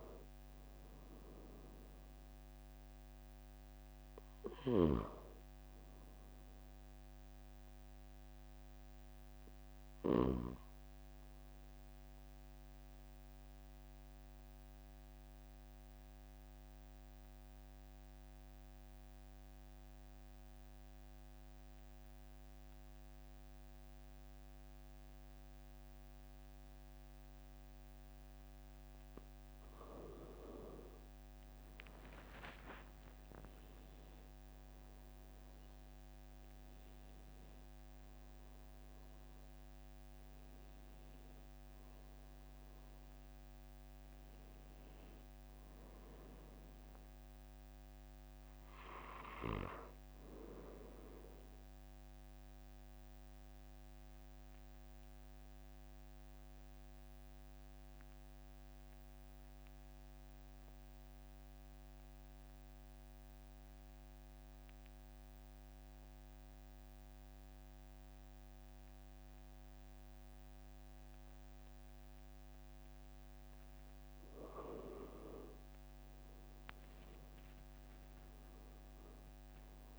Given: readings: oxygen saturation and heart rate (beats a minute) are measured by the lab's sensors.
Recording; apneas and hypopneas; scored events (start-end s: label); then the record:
breathing in sleep by a microphone on the trachea; 2
4.50-10.50 s: snoring (device-marked)
9.00-30.00 s: obstructive apnea (oxygen 97% before, 93% lowest, heart rate 45 before, 43 extreme, up 4 after)
31.50-36.50 s: arousal
47.50-79.99 s: new sleep stage, N2 (light sleep)
52.50-73.50 s: obstructive apnea (oxygen 97% before, 93% lowest, heart rate 47 before, 43 extreme, up 5 after)
75.50-79.99 s: arousal
From the record:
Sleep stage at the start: REM sleep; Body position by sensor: on the back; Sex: male